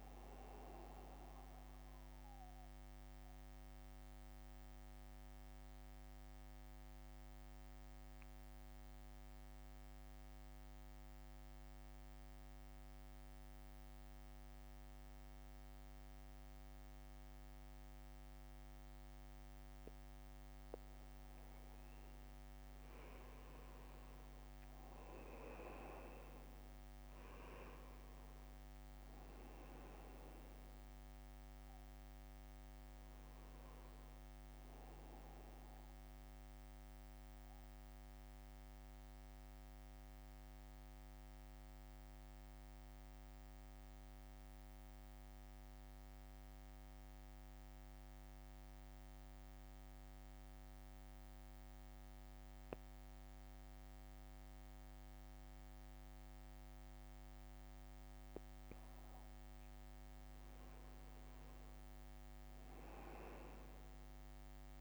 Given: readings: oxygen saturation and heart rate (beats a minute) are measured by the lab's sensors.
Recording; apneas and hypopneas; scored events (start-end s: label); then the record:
breathing in sleep, hard to hear, by a microphone on the trachea; 2
2.00-64.81 s: new sleep stage, N2 (light sleep)
3.00-21.50 s: central apnea (oxygen 99% before, 92% lowest, heart rate 62 before, 56 extreme, up 8 after)
23.00-41.00 s: oxygen desaturation (device-marked, oxygen 97% before, 93% lowest, heart rate 58 before, 59 extreme)
24.00-29.00 s: arousal
36.00-58.50 s: central apnea (oxygen 97% before, 92% lowest, heart rate 61 before, 59 extreme, up 5 after)
61.00-64.81 s: arousal
From the record:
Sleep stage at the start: N1 (lightest sleep); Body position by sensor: on the right side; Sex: male